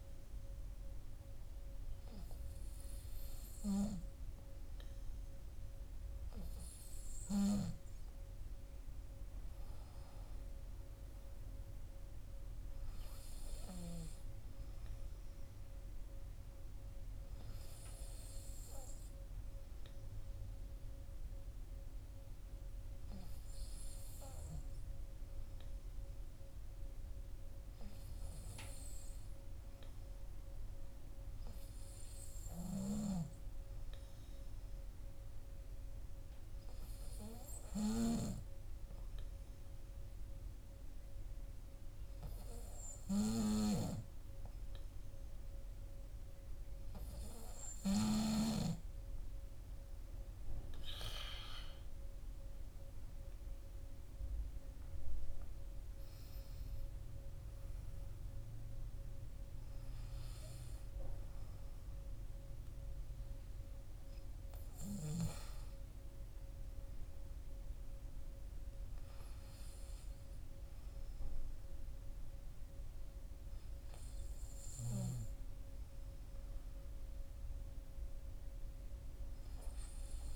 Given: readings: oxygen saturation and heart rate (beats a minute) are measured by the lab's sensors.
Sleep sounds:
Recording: breathing in sleep by a room microphone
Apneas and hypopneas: 1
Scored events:
34.00-47.50 s: obstructive apnea (oxygen 96% before, 93% lowest, heart rate 53 before, 48 extreme, up 21 after)
50.50-55.00 s: arousal
From the record:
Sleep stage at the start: N2 (light sleep)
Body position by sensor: on the back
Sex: male

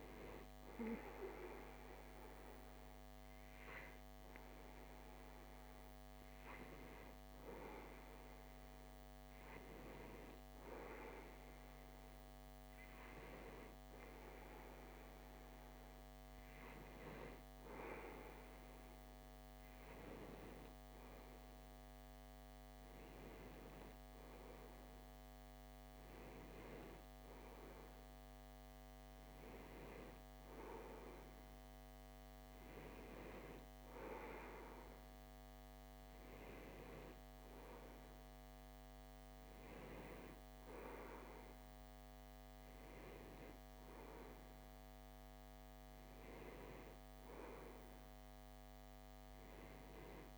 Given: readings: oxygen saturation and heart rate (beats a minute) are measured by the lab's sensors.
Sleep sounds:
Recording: breathing in sleep by a microphone on the trachea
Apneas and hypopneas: none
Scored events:
none scored
From the record:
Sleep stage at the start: REM sleep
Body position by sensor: on the left side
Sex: male

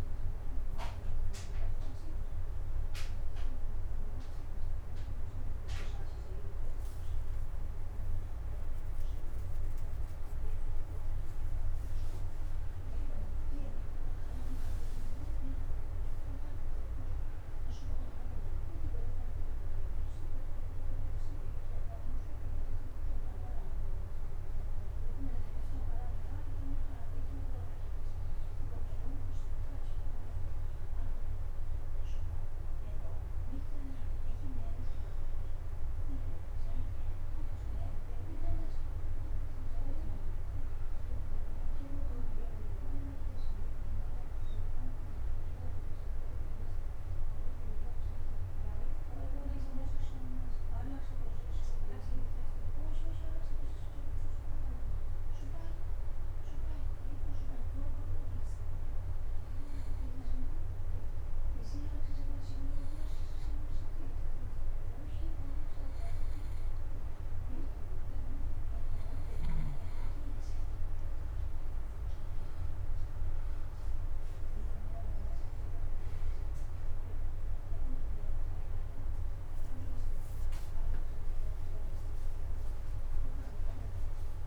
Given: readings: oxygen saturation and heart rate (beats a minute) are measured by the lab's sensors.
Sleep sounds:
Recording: breathing in sleep by a room microphone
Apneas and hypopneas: 1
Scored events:
5.00-12.00 s: oxygen desaturation (device-marked, oxygen 94% before, 91% lowest)
12.50-18.00 s: arousal
38.00-53.00 s: oxygen desaturation (device-marked, oxygen 93% before, 89% lowest)
47.50-51.50 s: arousal
54.50-65.50 s: hypopnea (oxygen 93% before, 88% lowest)
60.00-84.47 s: oxygen desaturation (device-marked, oxygen 93% before, 88% lowest)
From the record:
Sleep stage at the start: N2 (light sleep)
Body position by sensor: on the right side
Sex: male

